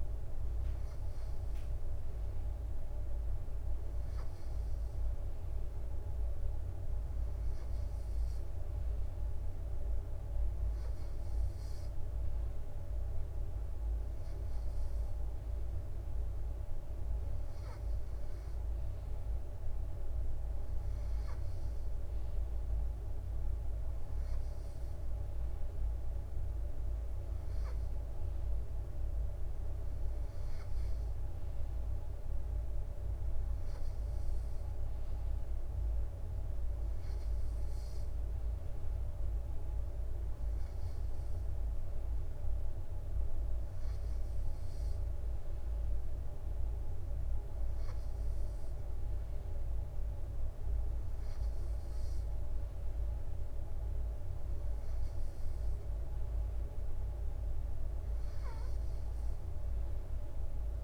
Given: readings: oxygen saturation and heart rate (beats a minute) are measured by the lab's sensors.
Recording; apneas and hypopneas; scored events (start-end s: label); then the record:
breathing in sleep, hard to hear, by a room microphone; none
none scored
From the record:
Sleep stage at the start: N2 (light sleep); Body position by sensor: on the right side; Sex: male